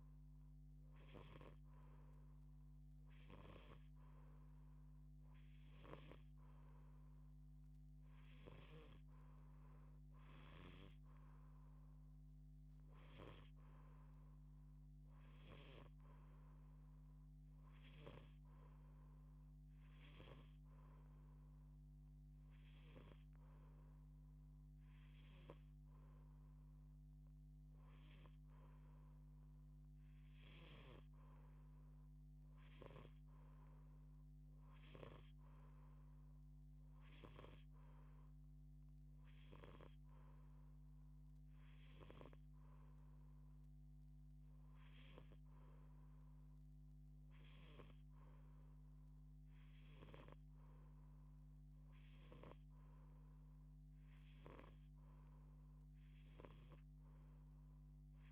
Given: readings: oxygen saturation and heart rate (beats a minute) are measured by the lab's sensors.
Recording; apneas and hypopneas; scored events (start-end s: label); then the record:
breathing in sleep by a microphone on the trachea; none
none scored
From the record:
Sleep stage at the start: N2 (light sleep); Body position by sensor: on the back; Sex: female